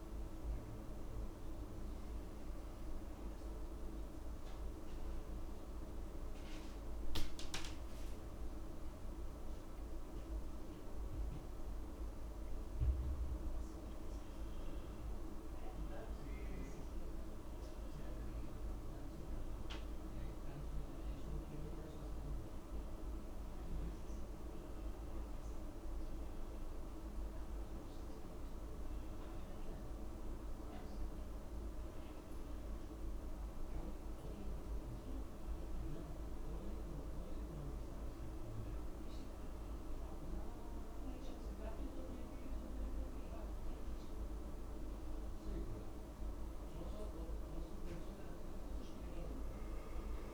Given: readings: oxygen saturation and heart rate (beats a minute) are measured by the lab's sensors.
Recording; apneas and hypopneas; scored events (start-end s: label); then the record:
breathing in sleep, hard to hear, by a room microphone; none
19.50-33.50 s: oxygen desaturation (device-marked, oxygen 98% before, 91% lowest)
48.50-50.34 s: arousal
From the record:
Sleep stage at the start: N1 (lightest sleep); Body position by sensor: on the back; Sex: male